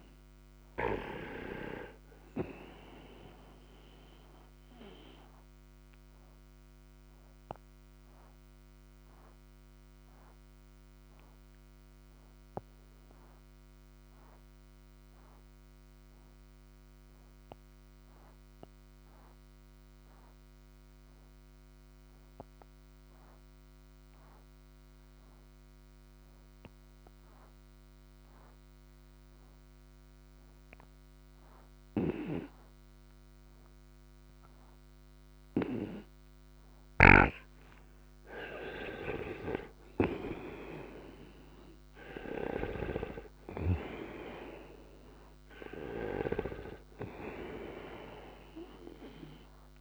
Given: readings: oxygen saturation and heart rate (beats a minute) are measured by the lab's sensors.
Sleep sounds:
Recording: breathing in sleep by a microphone on the trachea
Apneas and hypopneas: 1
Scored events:
0.00-21.50 s: oxygen desaturation (device-marked, oxygen 87% lowest, heart rate 58 extreme)
5.50-39.00 s: obstructive apnea (oxygen 96% before, 86% lowest, heart rate 65 before, 58 extreme, up 23 after)
32.50-49.81 s: oxygen desaturation (device-marked, oxygen 98% before, 86% lowest, heart rate 59 before, 58 extreme)
41.50-45.50 s: arousal
From the record:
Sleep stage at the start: N2 (light sleep)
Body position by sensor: on the right side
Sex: male

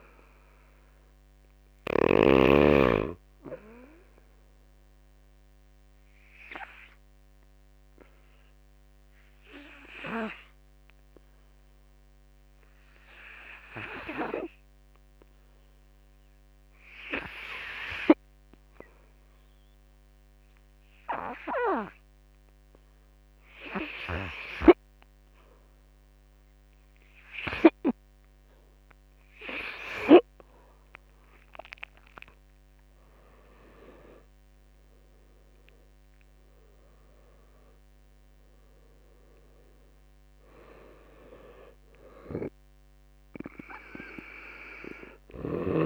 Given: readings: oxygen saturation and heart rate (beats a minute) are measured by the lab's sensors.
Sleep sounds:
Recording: breathing in sleep by a microphone on the trachea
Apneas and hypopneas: 1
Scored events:
0.00-2.00 s: snoring (device-marked)
5.50-29.50 s: obstructive apnea (oxygen 98% before, 91% lowest, heart rate 59 before, 53 extreme, up 11 after)
24.00-45.86 s: oxygen desaturation (device-marked, oxygen 96% before, 91% lowest, heart rate 58 before, 49 extreme)
31.00-45.86 s: drop in pulse transit time (device-marked, heart rate 61 before, 59 extreme)
32.00-36.50 s: arousal
From the record:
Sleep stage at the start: N2 (light sleep)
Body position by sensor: on the back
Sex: male

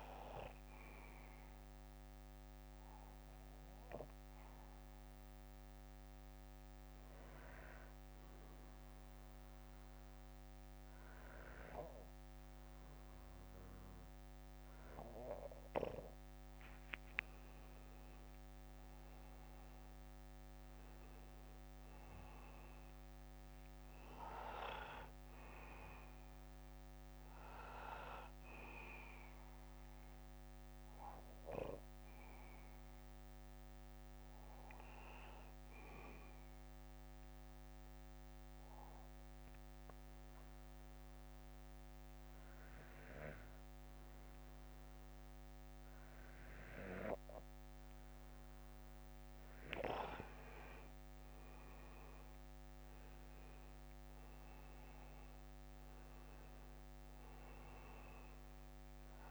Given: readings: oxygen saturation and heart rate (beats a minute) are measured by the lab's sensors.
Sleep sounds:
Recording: breathing in sleep by a microphone on the trachea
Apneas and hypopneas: 2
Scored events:
0.00-13.50 s: bradycardia (device-marked, heart rate 52 extreme)
3.50-16.50 s: obstructive apnea (oxygen 97% before, 93% lowest, heart rate 59 before, 52 extreme, up 12 after)
18.50-22.00 s: arousal
26.50-41.50 s: bradycardia (device-marked, heart rate 60 before, 52 extreme)
30.50-49.50 s: obstructive apnea (oxygen 97% before, 92% lowest, heart rate 62 before, 48 extreme, up 15 after)
53.00-57.00 s: arousal
From the record:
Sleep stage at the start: N2 (light sleep)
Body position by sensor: on the back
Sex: male

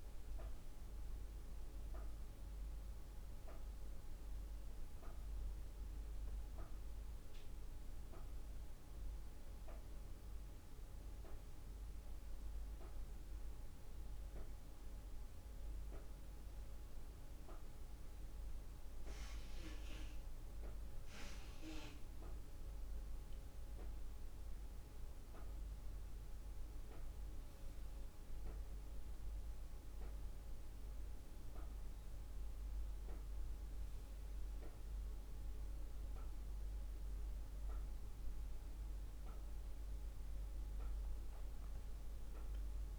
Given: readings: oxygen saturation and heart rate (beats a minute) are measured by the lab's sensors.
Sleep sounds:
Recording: breathing in sleep, hard to hear, by a room microphone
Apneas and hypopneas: none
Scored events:
none scored
From the record:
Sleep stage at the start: N1 (lightest sleep)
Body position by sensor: on the back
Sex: female

